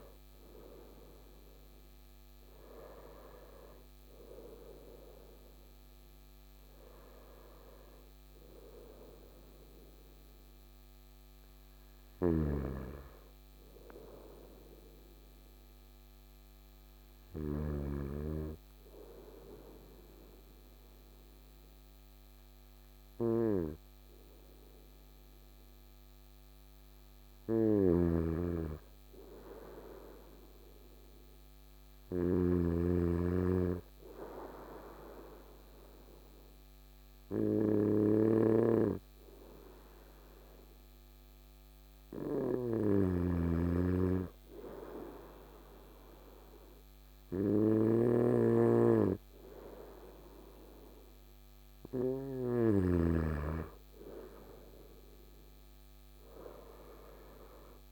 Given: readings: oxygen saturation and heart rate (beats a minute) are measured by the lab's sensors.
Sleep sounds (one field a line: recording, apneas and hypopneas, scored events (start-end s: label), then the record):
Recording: breathing in sleep by a microphone on the trachea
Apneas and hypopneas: 1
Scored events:
15.50-50.00 s: hypopnea (oxygen 98% before, 94% lowest, heart rate 65 before, 54 extreme, up 5 after)
27.00-32.00 s: snoring (device-marked)
42.50-52.50 s: snoring (device-marked)
55.00-57.92 s: arousal
From the record:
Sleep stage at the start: N2 (light sleep)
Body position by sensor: on the right side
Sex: male